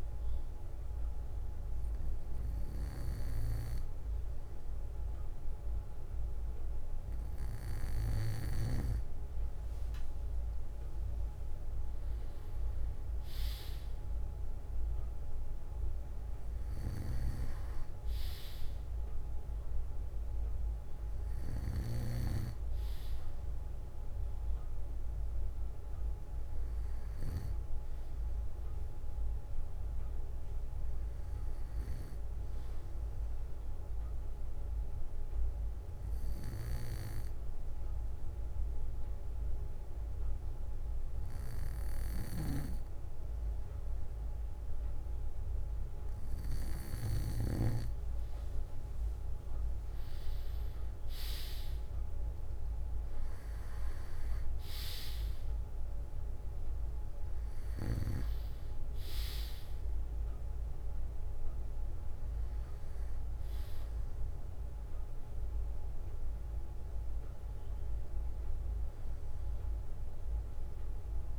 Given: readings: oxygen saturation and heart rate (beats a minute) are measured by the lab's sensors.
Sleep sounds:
breathing in sleep by a room microphone; 1
12.00-16.00 s: arousal
33.00-47.00 s: obstructive apnea (oxygen 95% before, 93% lowest, heart rate 61 before, 57 extreme, up 4 after)
48.50-52.50 s: arousal
62.00-71.39 s: bradycardia (device-marked, heart rate 61 before, 57 extreme)
From the record:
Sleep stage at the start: N2 (light sleep); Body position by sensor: on the back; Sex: male

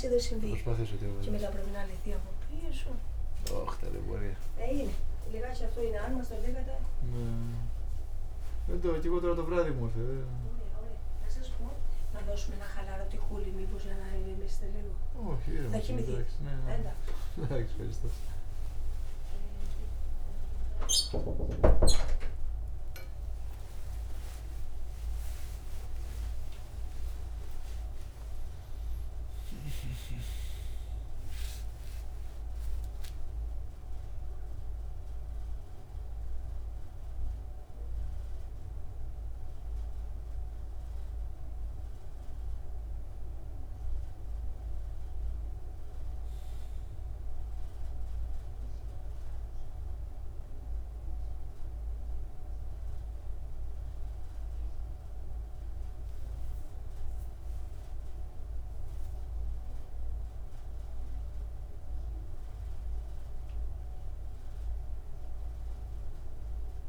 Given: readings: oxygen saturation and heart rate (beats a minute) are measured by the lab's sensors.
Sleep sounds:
a person awake in a sleep study, by a room microphone; none
9.50-15.50 s: snoring (device-marked)
36.50-66.89 s: new sleep stage, N1 (lightest sleep)
From the record:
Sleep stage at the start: awake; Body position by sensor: on the front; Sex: male

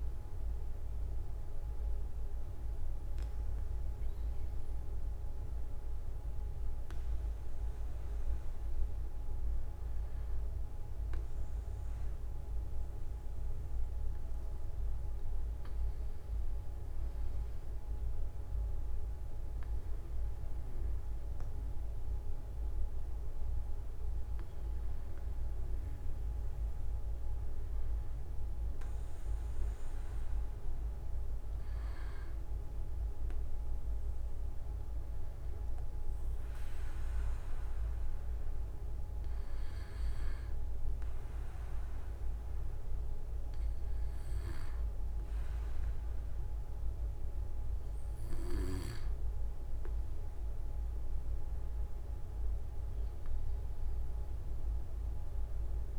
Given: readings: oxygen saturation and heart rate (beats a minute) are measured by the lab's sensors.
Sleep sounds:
breathing in sleep, hard to hear, by a room microphone; none
19.00-21.00 s: long interval between heartbeats (device-marked)
26.00-28.00 s: long interval between heartbeats (device-marked)
37.50-39.50 s: long interval between heartbeats (device-marked)
46.50-48.50 s: long interval between heartbeats (device-marked)
50.50-52.50 s: long interval between heartbeats (device-marked)
From the record:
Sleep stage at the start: N2 (light sleep); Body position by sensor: on the back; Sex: male

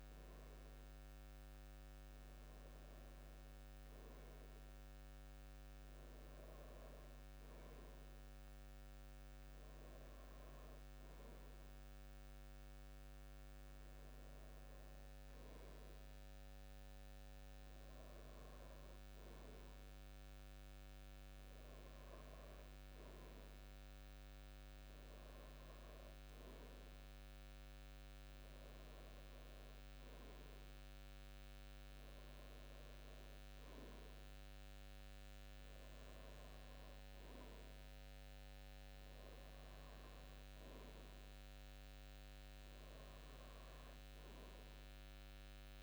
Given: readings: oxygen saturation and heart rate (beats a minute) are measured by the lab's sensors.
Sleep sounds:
breathing in sleep, hard to hear, by a microphone on the trachea; none
none scored
From the record:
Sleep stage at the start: N2 (light sleep); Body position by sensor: on the back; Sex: male

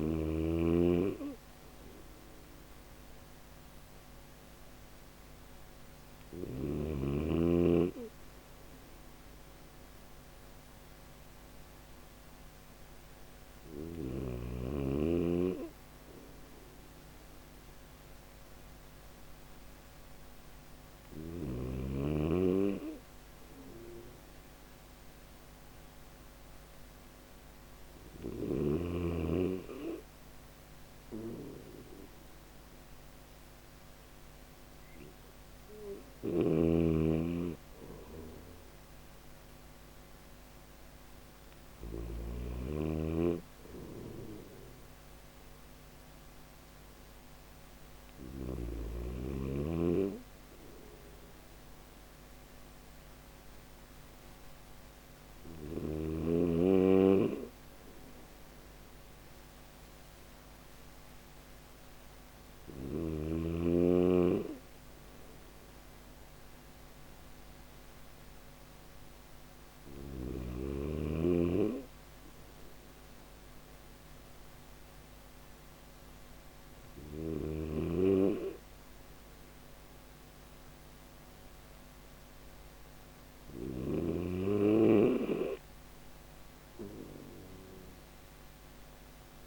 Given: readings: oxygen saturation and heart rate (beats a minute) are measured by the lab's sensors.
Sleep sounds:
breathing in sleep by a microphone on the trachea; none
5.50-89.47 s: new sleep stage, N3 (deep sleep)
27.00-41.00 s: snoring (device-marked)
From the record:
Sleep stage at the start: N1 (lightest sleep); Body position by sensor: on the back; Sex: male

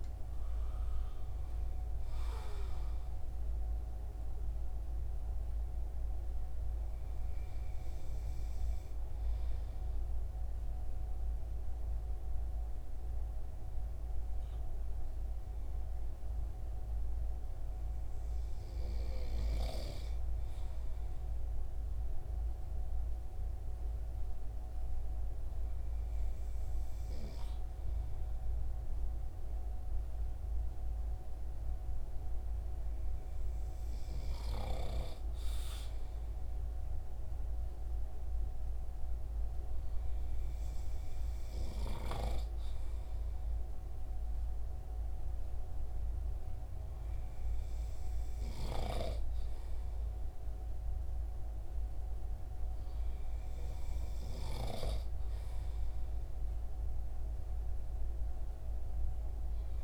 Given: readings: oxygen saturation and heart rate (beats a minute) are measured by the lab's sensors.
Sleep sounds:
breathing in sleep by a room microphone; none
none scored
From the record:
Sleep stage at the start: N2 (light sleep); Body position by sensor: on the front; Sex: male

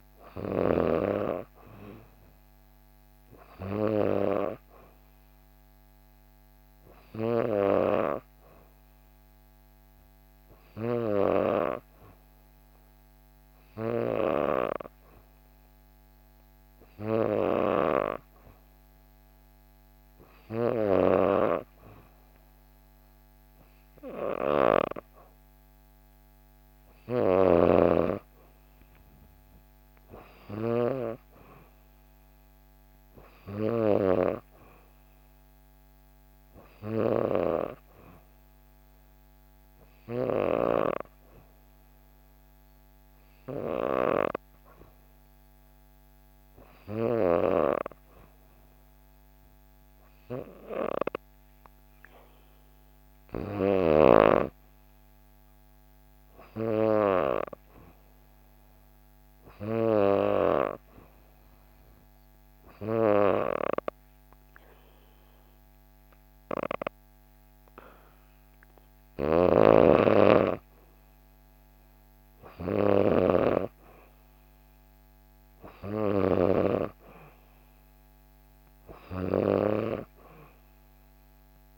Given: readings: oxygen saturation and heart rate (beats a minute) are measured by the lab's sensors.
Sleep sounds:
breathing in sleep by a microphone on the trachea; 1
20.50-30.50 s: snoring (device-marked)
41.50-54.00 s: hypopnea (oxygen 94% before, 91% lowest, heart rate 64 before, 63 extreme, up 2 after)
56.00-59.00 s: arousal
68.50-76.00 s: snoring (device-marked)
From the record:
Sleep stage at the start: N3 (deep sleep); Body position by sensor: on the back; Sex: female

